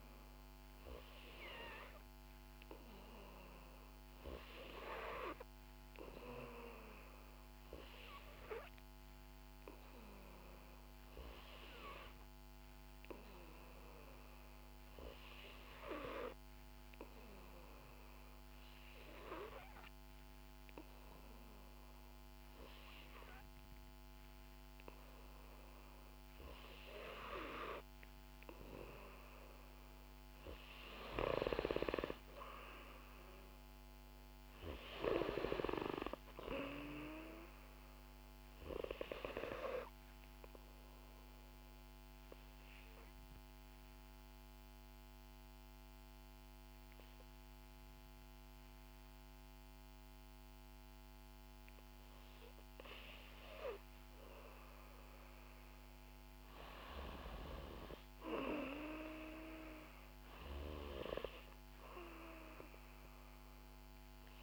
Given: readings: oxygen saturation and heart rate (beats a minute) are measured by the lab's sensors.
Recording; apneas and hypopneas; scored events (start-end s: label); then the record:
breathing in sleep by a microphone on the trachea; 2
13.00-27.00 s: obstructive apnea (oxygen 94% before, 89% lowest, heart rate 62 before, 56 extreme, up 2 after)
32.50-35.50 s: arousal
40.00-53.50 s: obstructive apnea (oxygen 92% before, 89% lowest, heart rate 63 before, 54 extreme, up 12 after)
57.00-61.00 s: arousal
From the record:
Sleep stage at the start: N2 (light sleep); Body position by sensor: on the back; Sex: female